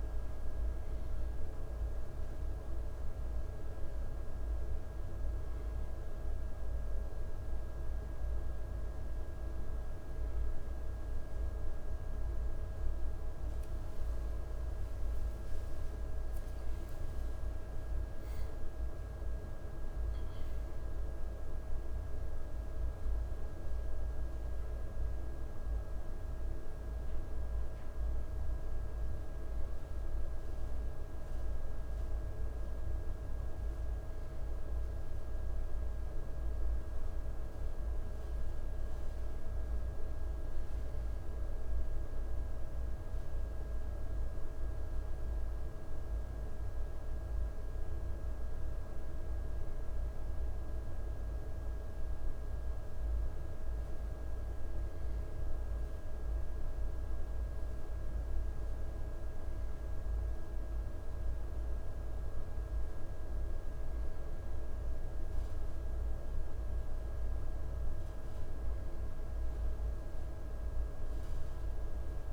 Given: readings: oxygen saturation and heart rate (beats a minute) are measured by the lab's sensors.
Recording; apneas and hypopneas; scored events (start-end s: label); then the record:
breathing in sleep, hard to hear, by a room microphone; none
7.00-72.33 s: new sleep stage, N1 (lightest sleep)
12.00-16.00 s: arousal
From the record:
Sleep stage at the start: N2 (light sleep); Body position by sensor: on the right side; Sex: male